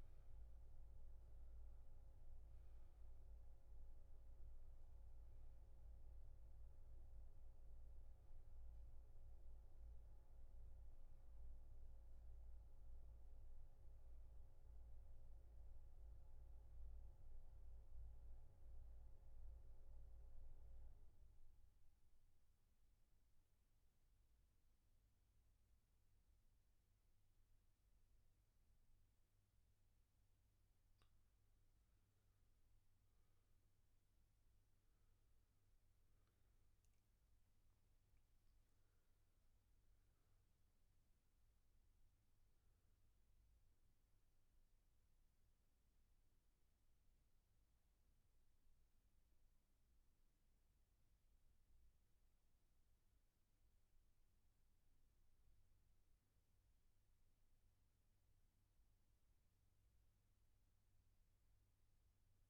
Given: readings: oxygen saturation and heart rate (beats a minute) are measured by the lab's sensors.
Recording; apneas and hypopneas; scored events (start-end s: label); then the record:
a person partly awake in a sleep study, hard to hear, by a room microphone; 1
0.00-3.00 s: arousal
0.00-14.00 s: oxygen desaturation (device-marked, oxygen 89% lowest, heart rate 62 extreme)
18.00-30.50 s: obstructive apnea (heart rate 73 before, 62 extreme, up 10 after)
35.00-50.00 s: oxygen desaturation (device-marked, oxygen 96% before, 89% lowest)
46.00-62.50 s: new sleep stage, awake
From the record:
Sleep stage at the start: N2 (light sleep); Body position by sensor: on the back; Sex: male